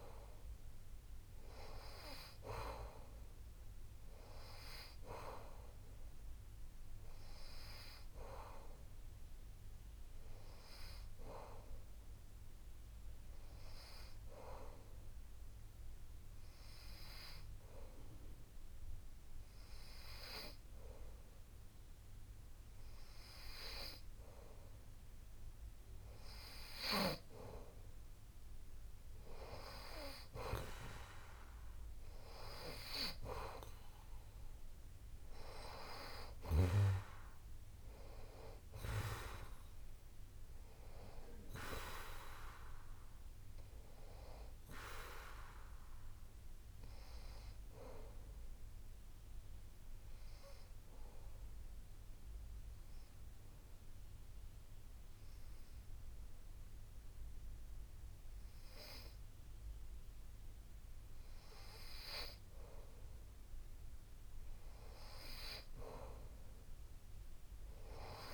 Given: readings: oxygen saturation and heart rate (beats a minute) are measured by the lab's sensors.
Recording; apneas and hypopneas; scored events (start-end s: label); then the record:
breathing in sleep by a room microphone; 2
4.00-7.50 s: arousal
13.00-25.00 s: hypopnea (oxygen 93% before, 92% lowest)
28.50-32.50 s: arousal
49.50-61.00 s: obstructive apnea (oxygen 94% before, 92% lowest)
65.50-68.33 s: arousal
From the record:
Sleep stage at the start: N2 (light sleep); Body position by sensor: on the back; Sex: male